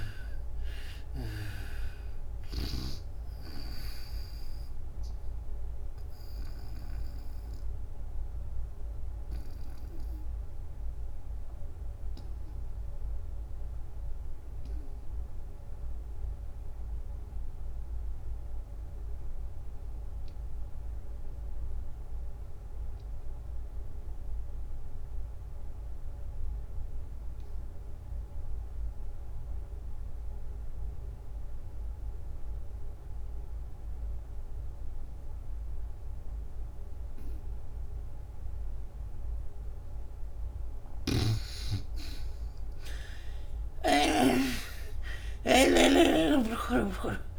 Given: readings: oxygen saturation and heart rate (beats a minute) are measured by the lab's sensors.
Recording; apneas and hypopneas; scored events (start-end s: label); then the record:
breathing in sleep by a room microphone; 1
0.00-0.50 s: arousal
0.00-15.00 s: oxygen desaturation (device-marked, oxygen 82% before, 63% lowest, heart rate 86 before, 65 extreme)
2.00-6.50 s: snoring (device-marked)
6.00-39.00 s: obstructive apnea (oxygen 97% before, 54% lowest, heart rate 90 before, 63 extreme, up 27 after)
17.00-47.39 s: oxygen desaturation (device-marked, oxygen 96% before, 54% lowest, heart rate 89 before, 63 extreme)
43.50-47.39 s: arousal
From the record:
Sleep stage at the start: REM sleep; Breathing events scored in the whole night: 412 in 3.8 hours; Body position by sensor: on the back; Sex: female